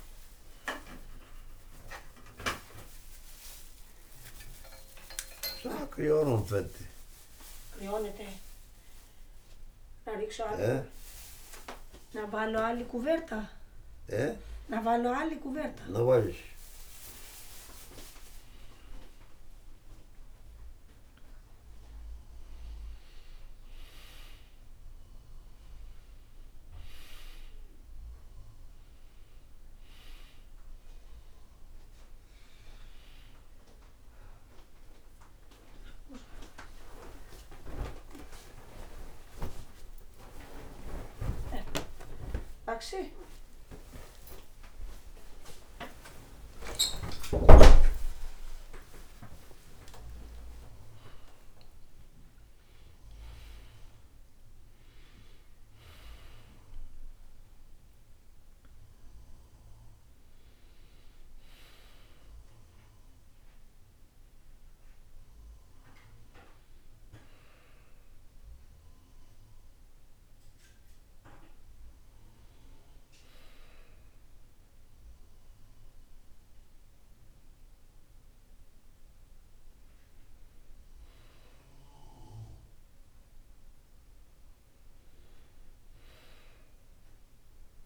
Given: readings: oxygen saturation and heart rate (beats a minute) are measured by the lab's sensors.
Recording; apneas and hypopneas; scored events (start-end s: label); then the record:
a person awake in a sleep study, by a room microphone; none
25.50-44.50 s: oxygen desaturation (device-marked, oxygen 98% before, 94% lowest, heart rate 57 before, 52 extreme)
56.50-87.86 s: new sleep stage, N1 (lightest sleep)
From the record:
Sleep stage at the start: awake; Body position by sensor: on the back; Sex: male